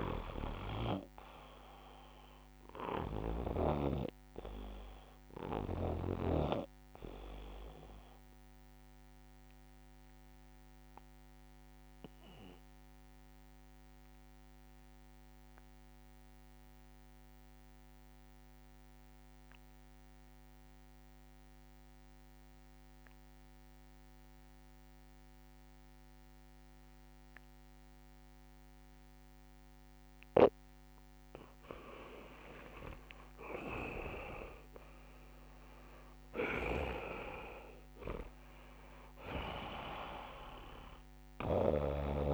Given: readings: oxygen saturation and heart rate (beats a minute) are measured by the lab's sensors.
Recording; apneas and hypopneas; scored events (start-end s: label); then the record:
breathing in sleep by a microphone on the trachea; 1
0.00-3.50 s: snoring (device-marked)
0.00-14.00 s: oxygen desaturation (device-marked, oxygen 88% lowest, heart rate 38 extreme)
3.50-5.50 s: long interval between heartbeats (device-marked, heart rate 55 before, 59 extreme)
10.00-30.00 s: obstructive apnea (oxygen 100% before, 85% lowest, heart rate 52 before, 55 extreme, up 7 after)
26.00-42.34 s: oxygen desaturation (device-marked, oxygen 98% before, 85% lowest, heart rate 63 before, 55 extreme)
32.50-34.50 s: long interval between heartbeats (device-marked, heart rate 65 before, 69 extreme)
32.50-37.00 s: arousal
35.00-37.00 s: long interval between heartbeats (device-marked, heart rate 65 before, 55 extreme)
36.50-42.34 s: snoring (device-marked)
From the record:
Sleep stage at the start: N2 (light sleep); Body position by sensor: on the back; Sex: male